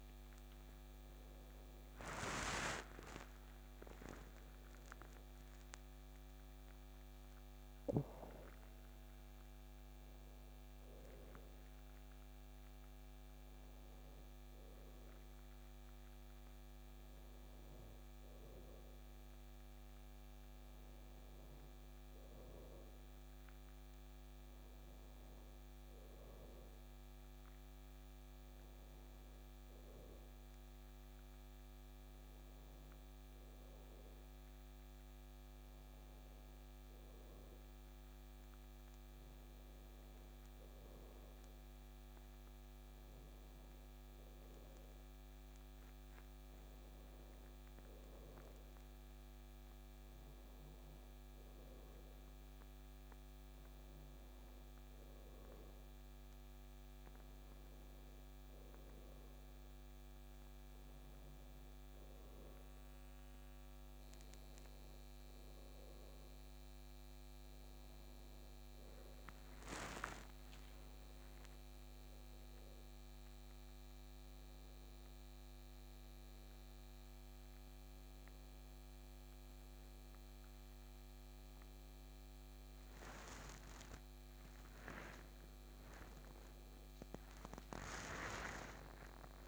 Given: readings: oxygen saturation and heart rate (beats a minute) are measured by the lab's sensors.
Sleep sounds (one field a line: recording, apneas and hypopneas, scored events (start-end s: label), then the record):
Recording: a person partly awake in a sleep study, by a microphone on the trachea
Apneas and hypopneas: none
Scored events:
4.00-89.47 s: new sleep stage, N2 (light sleep)
70.00-74.50 s: arousal
From the record:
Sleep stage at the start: awake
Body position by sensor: on the back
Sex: male